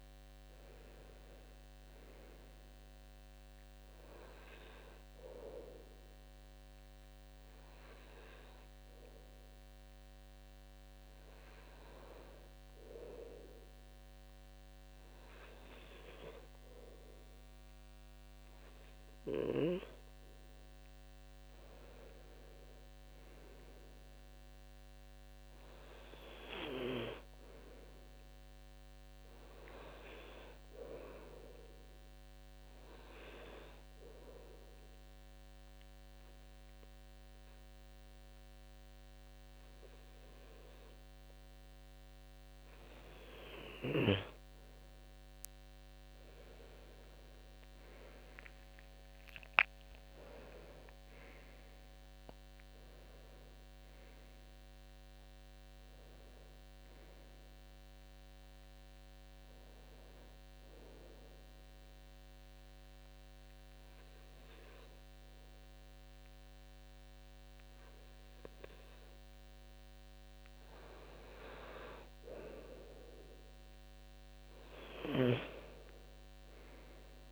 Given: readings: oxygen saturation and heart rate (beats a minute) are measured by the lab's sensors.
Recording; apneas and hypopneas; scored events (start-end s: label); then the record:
breathing in sleep by a microphone on the trachea; 2
0.00-20.50 s: oxygen desaturation (device-marked, oxygen 92% lowest, heart rate 70 extreme)
33.50-44.00 s: obstructive apnea (oxygen 96% before, 92% lowest, heart rate 73 before, 71 extreme, up 20 after)
46.50-51.50 s: arousal
61.50-71.50 s: obstructive apnea (oxygen 95% before, 92% lowest, heart rate 80 before, 64 extreme, up 3 after)
74.50-77.32 s: arousal
From the record:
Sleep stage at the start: N2 (light sleep); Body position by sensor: on the left side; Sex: male